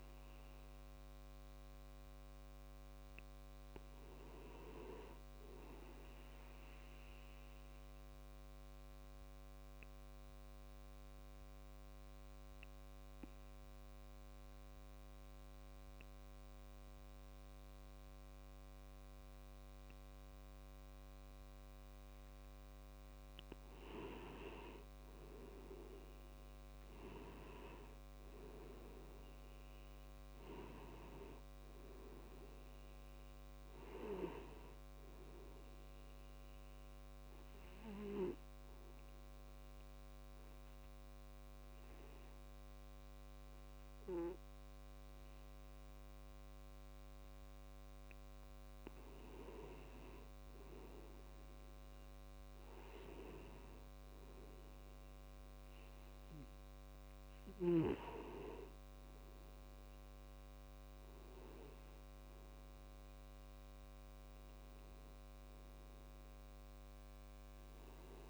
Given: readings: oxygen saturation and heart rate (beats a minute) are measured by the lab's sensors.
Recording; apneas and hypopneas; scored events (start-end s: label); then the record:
breathing in sleep by a microphone on the trachea; 2
0.00-3.00 s: oxygen desaturation (device-marked, oxygen 92% lowest)
6.00-22.50 s: obstructive apnea (oxygen 96% before, 90% lowest)
20.00-47.00 s: oxygen desaturation (device-marked, oxygen 96% before, 90% lowest)
25.00-29.00 s: arousal
37.50-48.50 s: obstructive apnea (oxygen 96% before, 90% lowest)
52.00-55.50 s: arousal
From the record:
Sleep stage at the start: N2 (light sleep); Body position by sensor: on the back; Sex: male